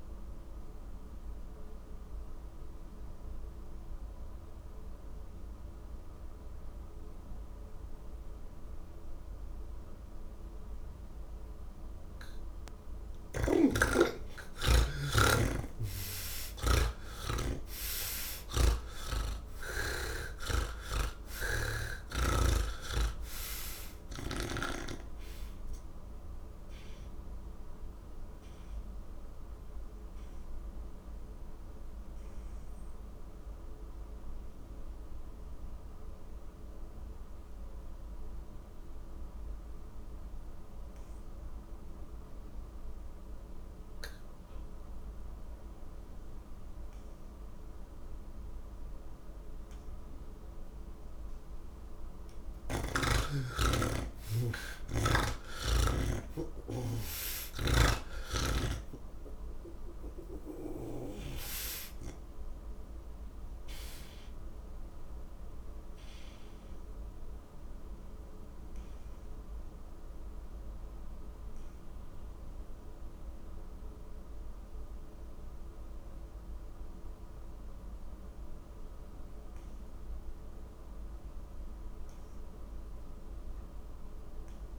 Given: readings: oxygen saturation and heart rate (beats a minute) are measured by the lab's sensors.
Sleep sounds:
breathing in sleep by a room microphone; none
0.00-45.50 s: oxygen desaturation (device-marked, oxygen 71% lowest)
13.00-20.00 s: snoring (device-marked)
47.50-80.50 s: oxygen desaturation (device-marked, oxygen 98% before, 77% lowest, heart rate 106 before, 41 extreme)
57.00-61.00 s: snoring (device-marked)
From the record:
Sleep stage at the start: N1 (lightest sleep); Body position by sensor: on the back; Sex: male

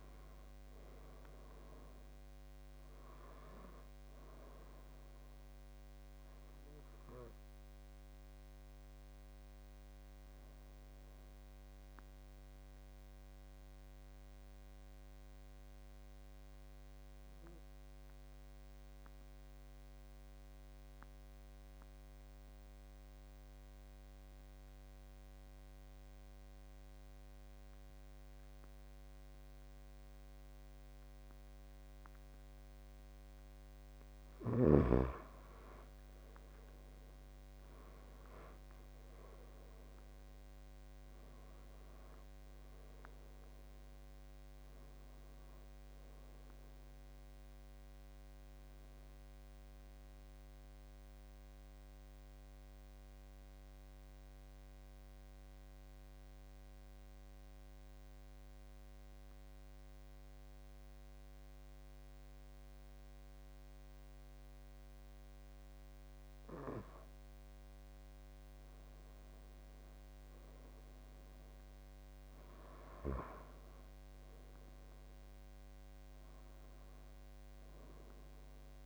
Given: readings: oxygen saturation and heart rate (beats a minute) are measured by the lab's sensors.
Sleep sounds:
breathing in sleep, hard to hear, by a microphone on the trachea; 2
0.00-21.50 s: oxygen desaturation (device-marked, oxygen 85% lowest, heart rate 65 extreme)
15.50-34.00 s: mixed apnea (oxygen 97% before, 85% lowest, heart rate 78 before, 67 extreme, up 17 after)
32.50-65.50 s: oxygen desaturation (device-marked, oxygen 97% before, 85% lowest, heart rate 72 before, 67 extreme)
37.00-40.50 s: arousal
52.00-68.00 s: mixed apnea (oxygen 97% before, 85% lowest, heart rate 84 before, 69 extreme, up 10 after)
70.00-73.50 s: arousal
From the record:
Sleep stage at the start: N2 (light sleep); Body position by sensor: on the back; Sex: male

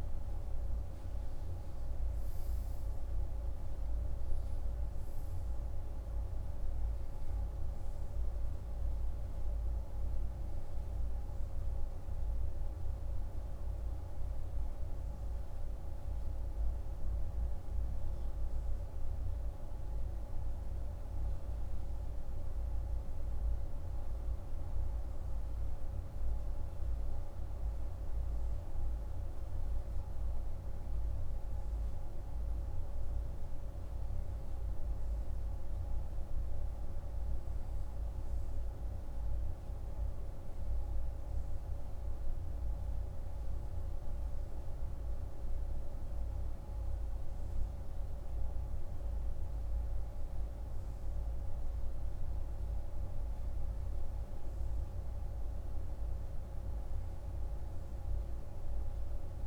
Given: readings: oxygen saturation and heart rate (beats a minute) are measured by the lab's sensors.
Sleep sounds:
breathing in sleep, hard to hear, by a room microphone; none
0.00-4.00 s: arousal
From the record:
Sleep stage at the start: N3 (deep sleep); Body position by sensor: on the right side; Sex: male

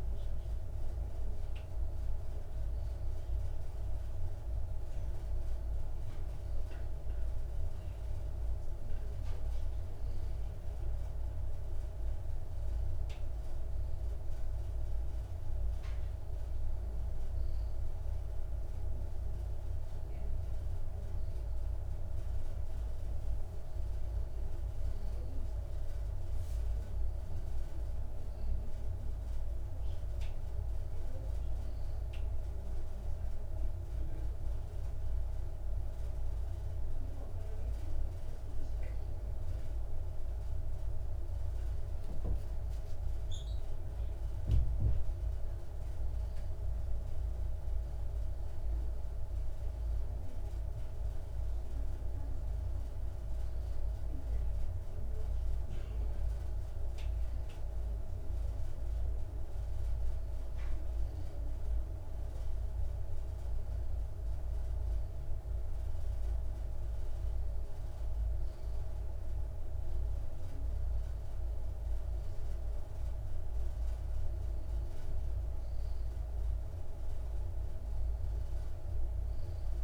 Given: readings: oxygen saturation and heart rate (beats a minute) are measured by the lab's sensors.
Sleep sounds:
breathing in sleep, hard to hear, by a room microphone; none
none scored
From the record:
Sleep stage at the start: N2 (light sleep); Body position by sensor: on the left side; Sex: male

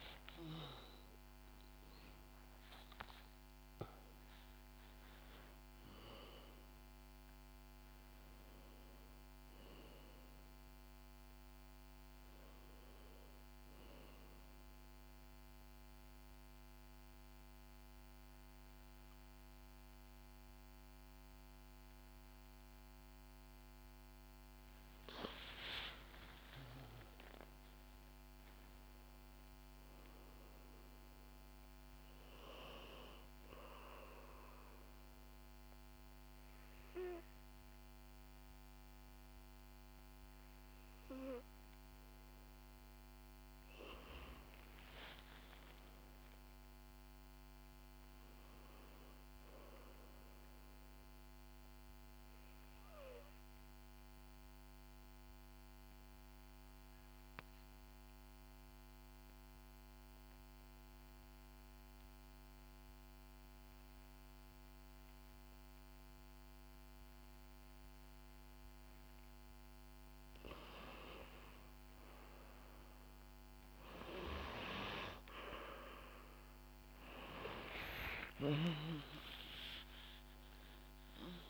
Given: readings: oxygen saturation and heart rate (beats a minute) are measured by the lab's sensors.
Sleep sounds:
breathing in sleep by a microphone on the trachea; 3
0.00-5.00 s: oxygen desaturation (device-marked, oxygen 96% before, 91% lowest, heart rate 74 before, 72 extreme)
14.00-24.50 s: obstructive apnea (oxygen 96% before, 92% lowest, heart rate 80 before, 70 extreme, up 3 after)
26.00-29.50 s: arousal
34.00-44.00 s: obstructive apnea (oxygen 97% before, 92% lowest, heart rate 73 before, 70 extreme, up 3 after)
45.00-49.00 s: arousal
51.00-70.00 s: obstructive apnea (oxygen 97% before, 92% lowest, heart rate 73 before, 69 extreme, up 3 after)
72.00-81.50 s: oxygen desaturation (device-marked, oxygen 96% before, 92% lowest, heart rate 72 before, 69 extreme)
77.00-81.50 s: arousal
From the record:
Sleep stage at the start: N2 (light sleep); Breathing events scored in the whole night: 415 in 6.4 hours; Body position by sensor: on the back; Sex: female

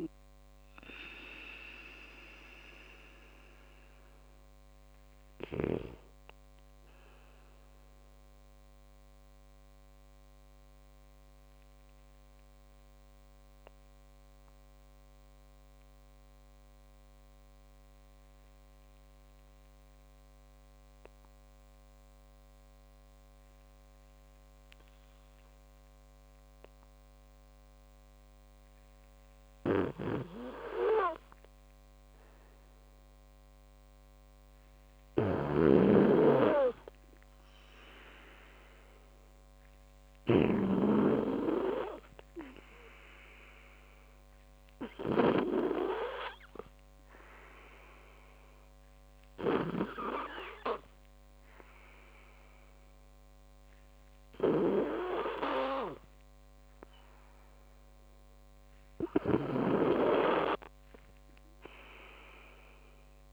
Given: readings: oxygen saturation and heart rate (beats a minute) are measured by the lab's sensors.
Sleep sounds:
breathing in sleep by a microphone on the trachea; 1
0.00-3.50 s: oxygen desaturation (device-marked, oxygen 93% lowest)
2.00-31.50 s: obstructive apnea (oxygen 98% before, 91% lowest)
11.50-24.50 s: oxygen desaturation (device-marked, oxygen 95% before, 91% lowest)
30.00-63.33 s: snoring (device-marked)
31.50-36.00 s: arousal
39.50-60.50 s: oxygen desaturation (device-marked, oxygen 99% before, 92% lowest)
From the record:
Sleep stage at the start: N2 (light sleep); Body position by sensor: on the back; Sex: male

